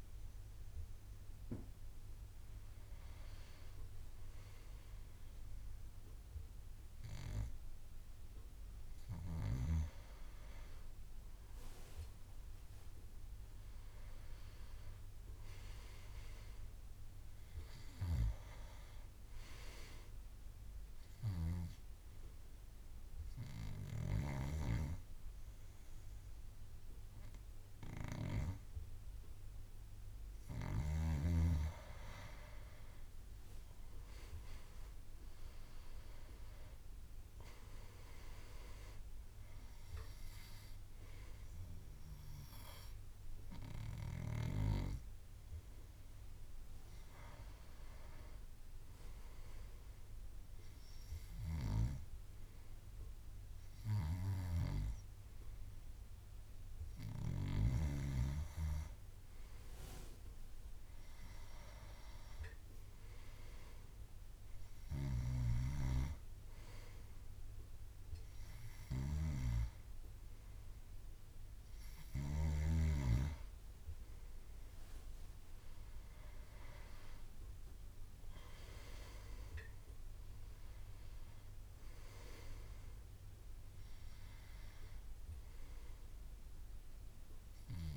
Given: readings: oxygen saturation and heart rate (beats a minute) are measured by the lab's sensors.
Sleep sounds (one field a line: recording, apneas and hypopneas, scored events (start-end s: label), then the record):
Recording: breathing in sleep by a room microphone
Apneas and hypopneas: 1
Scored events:
9.50-87.97 s: new sleep stage, N2 (light sleep)
10.50-15.00 s: arousal
21.50-32.50 s: hypopnea (oxygen 99% before, 95% lowest)
35.00-38.50 s: arousal
75.00-80.00 s: arousal
From the record:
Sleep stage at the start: N1 (lightest sleep)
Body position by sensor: on the back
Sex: male